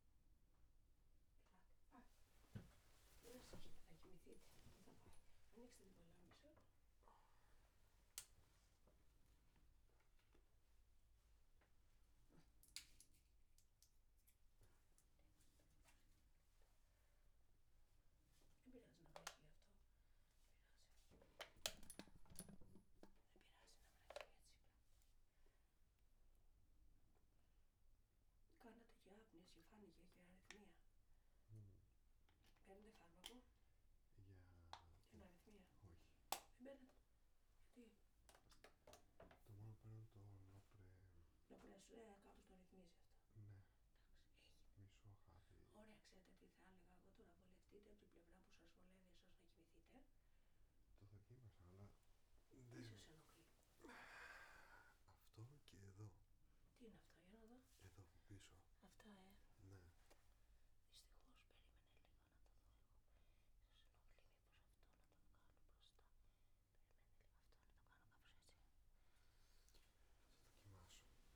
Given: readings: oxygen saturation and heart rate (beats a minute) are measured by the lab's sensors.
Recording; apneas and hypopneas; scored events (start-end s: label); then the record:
a person awake in a sleep study, by a room microphone; none
2.50-5.50 s: tachycardia (device-marked, heart rate 83 before, 100 extreme)
3.00-5.00 s: long interval between heartbeats (device-marked, heart rate 94 before, 97 extreme)
8.50-12.50 s: tachycardia (device-marked, heart rate 83 before, 101 extreme)
32.50-37.50 s: tachycardia (device-marked, heart rate 84 before, 102 extreme)
49.50-56.50 s: tachycardia (device-marked, heart rate 84 before, 116 extreme)
54.00-56.00 s: long interval between heartbeats (device-marked, heart rate 98 before, 116 extreme)
From the record:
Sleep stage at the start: awake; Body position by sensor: on the right side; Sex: male